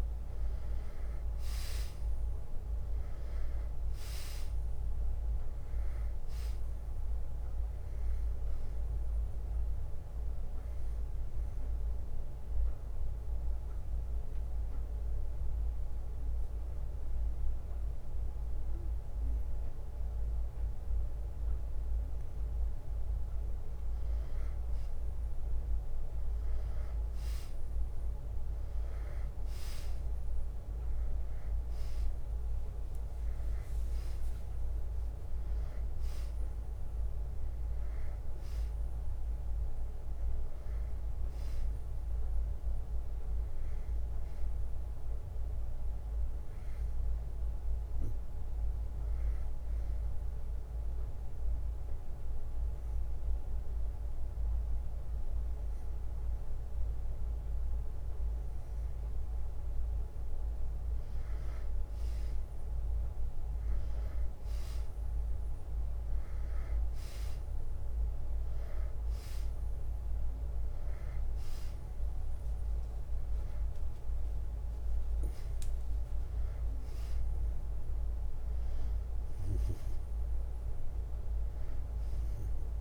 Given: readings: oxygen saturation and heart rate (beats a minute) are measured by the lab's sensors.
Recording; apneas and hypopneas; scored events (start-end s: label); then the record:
breathing in sleep, hard to hear, by a room microphone; 2
0.00-1.50 s: arousal
0.50-13.50 s: drop in pulse transit time (device-marked, heart rate 61 before, 60 extreme)
9.50-11.50 s: long interval between heartbeats (device-marked, heart rate 63 before, 69 extreme)
11.50-23.00 s: obstructive apnea (oxygen 96% before, 91% lowest, heart rate 64 before, 61 extreme, up 2 after)
18.50-28.50 s: oxygen desaturation (device-marked, oxygen 94% before, 91% lowest, heart rate 65 before, 54 extreme)
26.50-30.00 s: arousal
33.50-46.50 s: drop in pulse transit time (device-marked, heart rate 62 before, 62 extreme)
36.50-60.50 s: oxygen desaturation (device-marked, oxygen 97% before, 92% lowest, heart rate 62 before, 48 extreme)
45.50-57.50 s: bradycardia (device-marked, heart rate 64 before, 48 extreme)
50.50-61.00 s: obstructive apnea (oxygen 97% before, 91% lowest, heart rate 63 before, 54 extreme, up 13 after)
63.50-68.00 s: arousal
64.50 s: drop in pulse transit time (device-marked)
73.50-82.81 s: drop in pulse transit time (device-marked, heart rate 58 before, 62 extreme)
80.50-82.81 s: oxygen desaturation (device-marked, oxygen 96% before, 91% lowest, heart rate 62 before, 56 extreme)
From the record:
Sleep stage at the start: N2 (light sleep); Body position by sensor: on the back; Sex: male